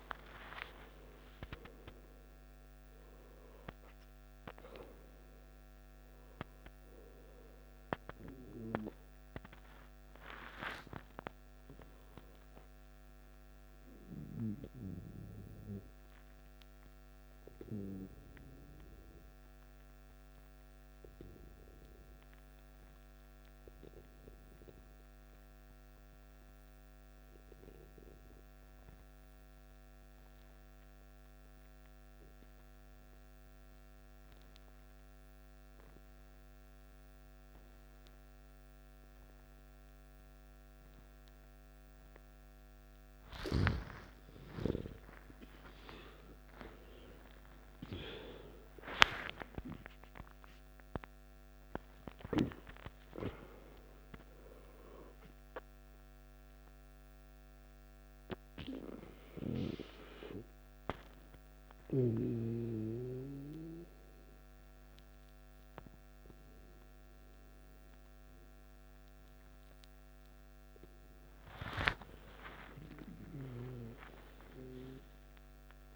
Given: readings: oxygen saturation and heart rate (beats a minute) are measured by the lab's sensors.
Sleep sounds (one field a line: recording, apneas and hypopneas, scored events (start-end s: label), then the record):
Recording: breathing in sleep by a microphone on the trachea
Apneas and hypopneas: 2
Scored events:
0.00-1.00 s: arousal
17.00-44.00 s: obstructive apnea (oxygen 94% before, 90% lowest, heart rate 64 before, 52 extreme, up 12 after)
25.00-75.96 s: new sleep stage, N2 (light sleep)
38.00-74.00 s: oxygen desaturation (device-marked, oxygen 98% before, 90% lowest, heart rate 54 before, 51 extreme)
44.50-49.00 s: arousal
57.50-70.50 s: hypopnea (oxygen 98% before, 90% lowest, heart rate 60 before, 51 extreme, up 7 after)
72.00-75.96 s: arousal
From the record:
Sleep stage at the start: N1 (lightest sleep)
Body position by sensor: on the back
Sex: male